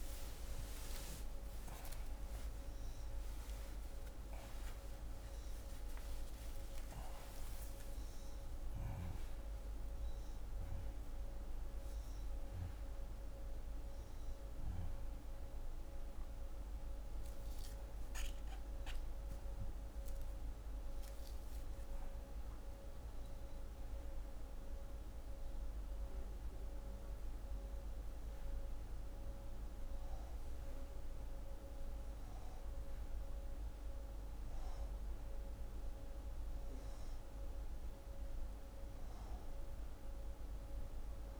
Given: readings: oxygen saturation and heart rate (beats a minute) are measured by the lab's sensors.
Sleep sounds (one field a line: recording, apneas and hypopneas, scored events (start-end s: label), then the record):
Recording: a person awake in a sleep study, hard to hear, by a room microphone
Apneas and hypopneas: none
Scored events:
none scored
From the record:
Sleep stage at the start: awake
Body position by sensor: on the left side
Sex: female